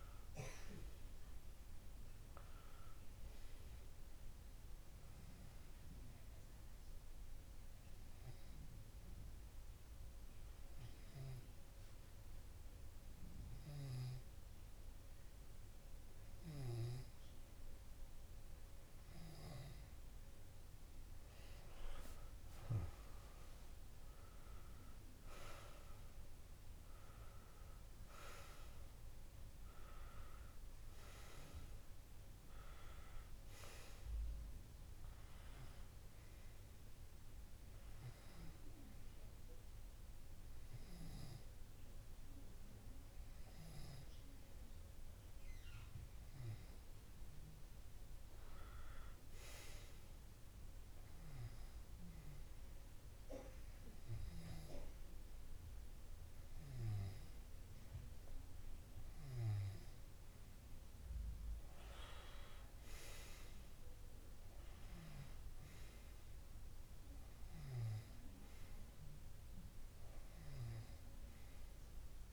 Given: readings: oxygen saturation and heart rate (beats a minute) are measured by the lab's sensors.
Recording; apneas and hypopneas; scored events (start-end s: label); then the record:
breathing in sleep by a room microphone; 2
7.50-19.50 s: hypopnea (oxygen 99% before, 97% lowest)
23.50-27.00 s: arousal
34.00-36.00 s: long interval between heartbeats (device-marked)
37.50-49.00 s: hypopnea (oxygen 99% before, 95% lowest)
50.50-53.00 s: arousal
From the record:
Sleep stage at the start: N2 (light sleep); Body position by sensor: on the left side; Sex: male